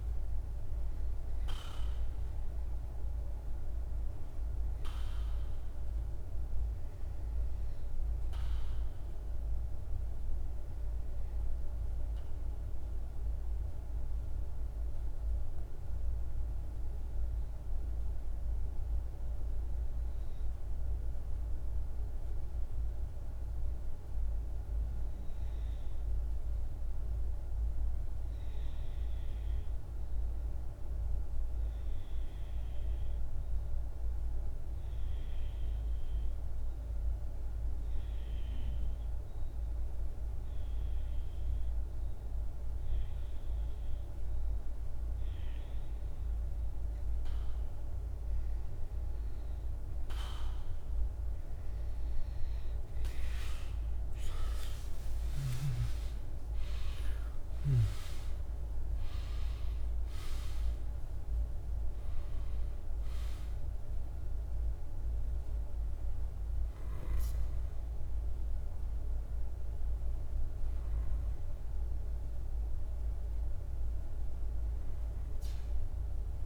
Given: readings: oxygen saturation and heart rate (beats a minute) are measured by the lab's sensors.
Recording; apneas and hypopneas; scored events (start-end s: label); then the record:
breathing in sleep, hard to hear, by a room microphone; 1
0.00-4.50 s: oxygen desaturation (device-marked, oxygen 92% lowest, heart rate 51 extreme)
11.50-43.50 s: obstructive apnea (oxygen 96% before, 88% lowest, heart rate 52 before, 53 extreme, up 1 after)
35.50-76.46 s: oxygen desaturation (device-marked, oxygen 98% before, 88% lowest, heart rate 53 before, 53 extreme)
53.00-57.50 s: arousal
From the record:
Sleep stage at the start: REM sleep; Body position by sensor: on the back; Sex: male